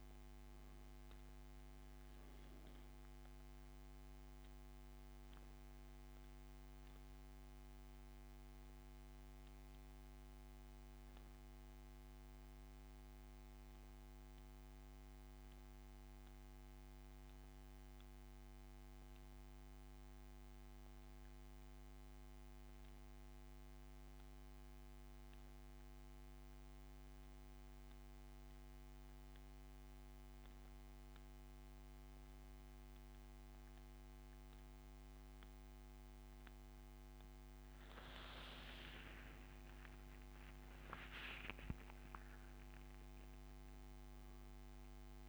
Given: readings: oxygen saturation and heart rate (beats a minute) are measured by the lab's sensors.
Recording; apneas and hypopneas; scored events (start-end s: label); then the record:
breathing in sleep by a microphone on the trachea; 1
0.00-4.00 s: oxygen desaturation (device-marked, oxygen 93% lowest)
6.00-36.50 s: central apnea (oxygen 98% before, 87% lowest)
20.00-38.00 s: oxygen desaturation (device-marked, oxygen 93% before, 87% lowest)
39.00-43.50 s: arousal
From the record:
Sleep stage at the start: N2 (light sleep); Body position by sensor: on the back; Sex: male